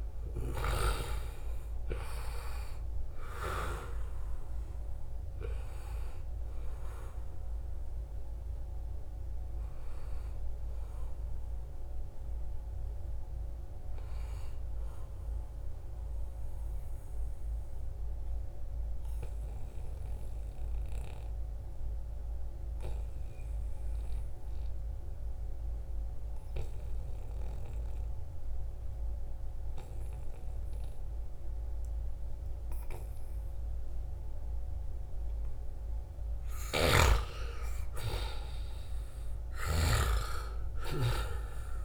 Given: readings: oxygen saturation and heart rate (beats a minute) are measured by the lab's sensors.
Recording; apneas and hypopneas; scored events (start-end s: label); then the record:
breathing in sleep by a room microphone; 1
0.00-1.00 s: arousal
0.00-20.50 s: oxygen desaturation (device-marked, oxygen 86% lowest, heart rate 68 extreme)
15.50-35.50 s: obstructive apnea (oxygen 95% before, 88% lowest, heart rate 77 before, 71 extreme, up 4 after)
36.00-39.50 s: snoring (device-marked)
36.50-41.00 s: arousal
37.50-41.85 s: oxygen desaturation (device-marked, oxygen 97% before, 91% lowest, heart rate 74 before, 69 extreme)
From the record:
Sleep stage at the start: N2 (light sleep); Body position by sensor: on the right side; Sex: male